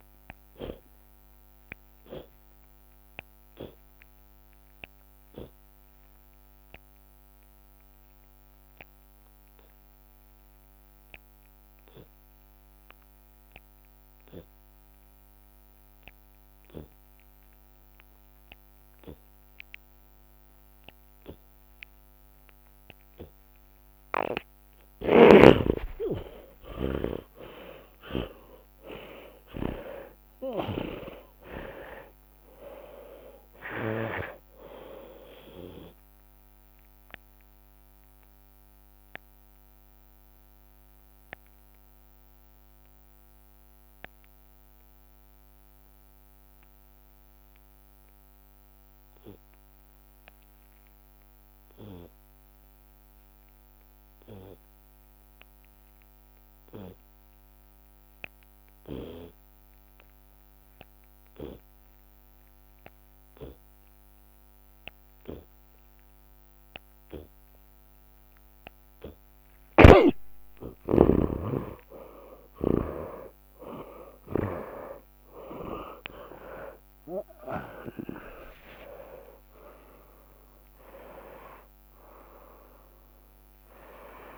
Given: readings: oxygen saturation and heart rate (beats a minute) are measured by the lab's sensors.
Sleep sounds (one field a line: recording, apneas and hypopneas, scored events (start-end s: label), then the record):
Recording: breathing in sleep by a microphone on the trachea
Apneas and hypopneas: 2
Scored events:
0.00-9.00 s: drop in pulse transit time (device-marked, heart rate 70 extreme)
0.50-2.50 s: long interval between heartbeats (device-marked, heart rate 93 before, 93 extreme)
1.00-25.00 s: obstructive apnea (oxygen 96% before, 75% lowest)
3.50-5.50 s: long interval between heartbeats (device-marked, heart rate 97 before, 85 extreme)
15.00-17.00 s: long interval between heartbeats (device-marked, heart rate 80 before, 25 extreme)
17.00-19.00 s: long interval between heartbeats (device-marked, heart rate 72 before, 45 extreme)
17.00-20.00 s: tachycardia (device-marked, heart rate 82 before, 55 extreme)
19.00-52.00 s: oxygen desaturation (device-marked, oxygen 94% before, 75% lowest)
19.50-21.50 s: long interval between heartbeats (device-marked, heart rate 67 before, 55 extreme)
21.00-23.00 s: tachycardia (device-marked, heart rate 82 before, 107 extreme)
21.50-23.50 s: long interval between heartbeats (device-marked, heart rate 66 before, 107 extreme)
24.00-26.00 s: long interval between heartbeats (device-marked, heart rate 69 before, 105 extreme)
24.00-33.00 s: tachycardia (device-marked, heart rate 82 before, 109 extreme)
25.00-31.00 s: snoring (device-marked)
25.50-30.50 s: arousal
27.50-29.50 s: long interval between heartbeats (device-marked, heart rate 72 before, 106 extreme)
32.00-49.00 s: drop in pulse transit time (device-marked)
36.50-38.50 s: long interval between heartbeats (device-marked)
37.00-69.00 s: obstructive apnea (oxygen 94% before, 75% lowest)
50.00-52.00 s: long interval between heartbeats (device-marked, heart rate 62 before, 70 extreme)
60.00-65.00 s: tachycardia (device-marked, heart rate 81 before, 105 extreme)
61.50-63.50 s: long interval between heartbeats (device-marked, heart rate 63 before, 73 extreme)
63.50-65.50 s: long interval between heartbeats (device-marked, heart rate 66 before, 105 extreme)
65.50-67.50 s: long interval between heartbeats (device-marked, heart rate 71 before, 125 extreme)
67.00-69.00 s: tachycardia (device-marked, heart rate 81 before, 127 extreme)
68.50-70.50 s: long interval between heartbeats (device-marked, heart rate 81 before, 99 extreme)
69.50-73.00 s: snoring (device-marked)
69.50-74.00 s: arousal
71.50-73.50 s: long interval between heartbeats (device-marked, heart rate 87 before, 88 extreme)
74.50-76.50 s: long interval between heartbeats (device-marked, heart rate 90 before, 90 extreme)
77.50-79.50 s: long interval between heartbeats (device-marked, heart rate 91 before, 65 extreme)
79.50-81.50 s: long interval between heartbeats (device-marked, heart rate 92 before, 61 extreme)
From the record:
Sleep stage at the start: N2 (light sleep)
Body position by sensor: on the left side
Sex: male